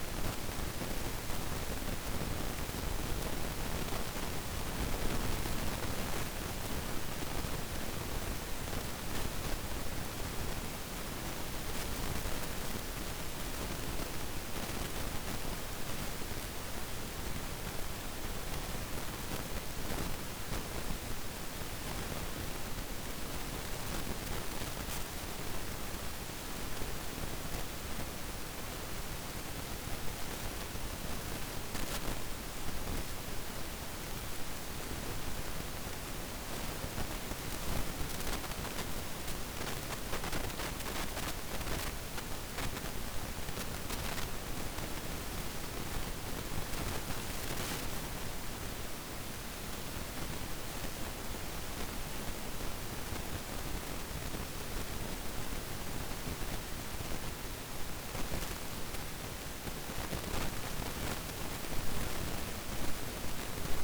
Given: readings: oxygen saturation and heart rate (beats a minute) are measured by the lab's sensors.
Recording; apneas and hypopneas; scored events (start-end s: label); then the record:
breathing in sleep, hard to hear, by a microphone on the trachea; 1
14.00-18.00 s: arousal
21.00-40.50 s: hypopnea (oxygen 96% before, 94% lowest, heart rate 56 before, 54 extreme, up 4 after)
41.00-46.00 s: arousal
From the record:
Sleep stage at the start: N2 (light sleep); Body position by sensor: on the back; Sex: male